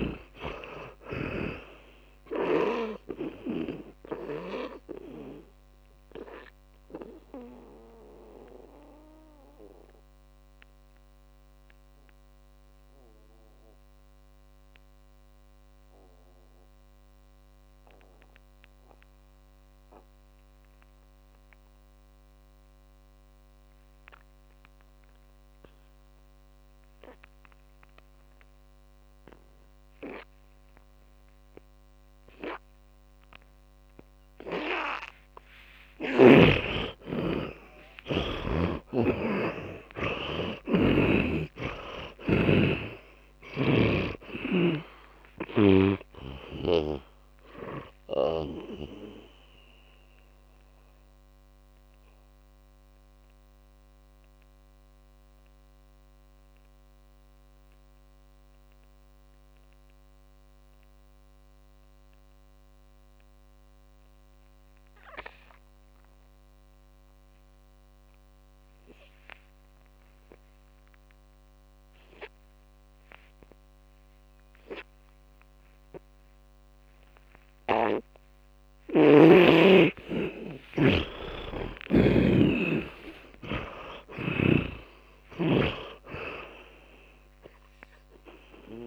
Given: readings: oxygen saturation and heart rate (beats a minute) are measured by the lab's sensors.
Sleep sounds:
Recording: breathing in sleep by a microphone on the trachea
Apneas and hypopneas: 2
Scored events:
0.00-26.50 s: oxygen desaturation (device-marked, oxygen 78% lowest, heart rate 52 extreme)
5.00-33.50 s: mixed apnea (oxygen 100% before, 77% lowest, heart rate 56 before, 52 extreme, up 6 after)
34.50-70.50 s: oxygen desaturation (device-marked, oxygen 100% before, 77% lowest, heart rate 57 before, 50 extreme)
35.00-39.00 s: arousal
37.00-47.00 s: snoring (device-marked)
50.00-78.50 s: mixed apnea (oxygen 100% before, 77% lowest, heart rate 64 before, 50 extreme, up 36 after)
78.50-88.86 s: oxygen desaturation (device-marked, oxygen 100% before, 78% lowest, heart rate 56 before, 51 extreme)
80.00-85.00 s: arousal
From the record:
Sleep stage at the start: N2 (light sleep)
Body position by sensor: on the back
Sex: male

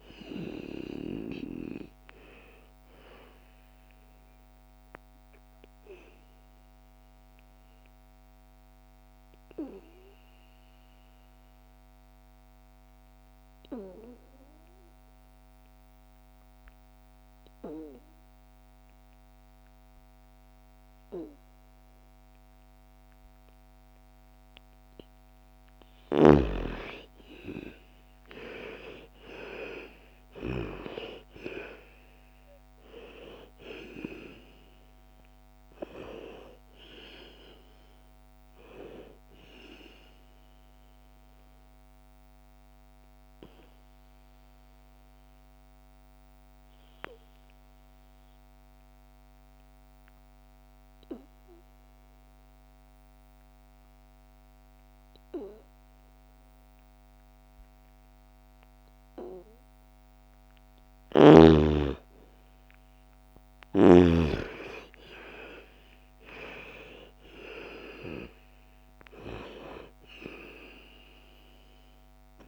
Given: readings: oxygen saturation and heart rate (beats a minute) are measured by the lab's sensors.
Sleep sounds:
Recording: breathing in sleep by a microphone on the trachea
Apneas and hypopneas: 2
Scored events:
0.00-1.00 s: arousal
2.00-14.00 s: oxygen desaturation (device-marked, oxygen 99% before, 91% lowest, heart rate 59 before, 57 extreme)
5.50-23.50 s: obstructive apnea (oxygen 99% before, 83% lowest, heart rate 61 before, 55 extreme, up 10 after)
23.00-48.00 s: oxygen desaturation (device-marked, oxygen 98% before, 83% lowest, heart rate 60 before, 55 extreme)
25.50-30.00 s: arousal
41.00-60.00 s: obstructive apnea (oxygen 98% before, 79% lowest, heart rate 64 before, 55 extreme, up 11 after)
60.00-72.47 s: oxygen desaturation (device-marked, oxygen 99% before, 84% lowest, heart rate 58 before, 55 extreme)
60.50-64.00 s: snoring (device-marked)
62.00-67.00 s: arousal
From the record:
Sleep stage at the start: N2 (light sleep)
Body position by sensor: on the back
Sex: female

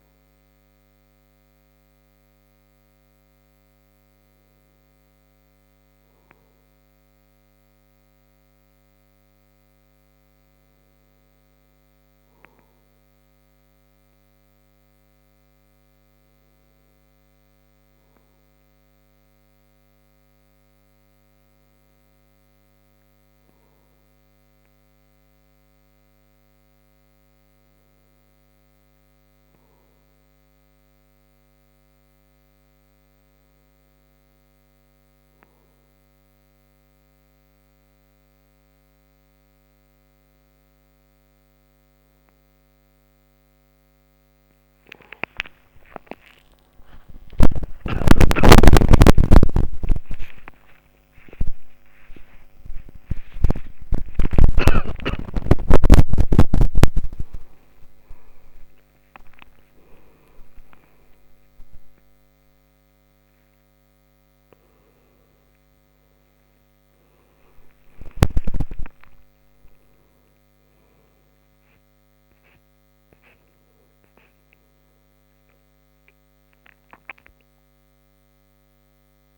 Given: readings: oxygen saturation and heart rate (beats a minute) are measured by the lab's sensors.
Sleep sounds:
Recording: breathing in sleep by a microphone on the trachea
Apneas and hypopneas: none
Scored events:
61.50-79.38 s: new sleep stage, N1 (lightest sleep)
From the record:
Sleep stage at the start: N3 (deep sleep)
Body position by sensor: on the back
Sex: male

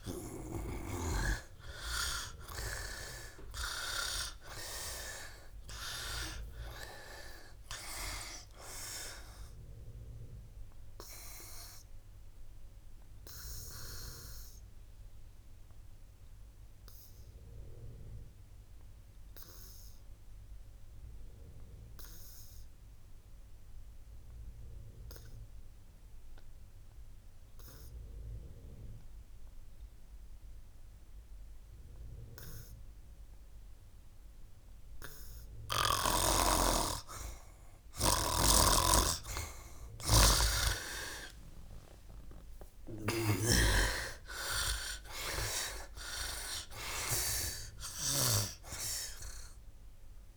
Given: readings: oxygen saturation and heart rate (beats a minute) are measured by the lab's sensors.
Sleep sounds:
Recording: breathing in sleep by a room microphone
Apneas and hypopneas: 1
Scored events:
0.00-27.00 s: oxygen desaturation (device-marked, oxygen 87% lowest, heart rate 64 extreme)
1.00-6.00 s: arousal
11.00-36.50 s: obstructive apnea (oxygen 98% before, 78% lowest, heart rate 72 before, 64 extreme, up 22 after)
35.00-50.37 s: oxygen desaturation (device-marked, oxygen 98% before, 78% lowest, heart rate 67 before, 61 extreme)
41.50-45.50 s: arousal
From the record:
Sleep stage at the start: N2 (light sleep)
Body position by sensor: on the back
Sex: male

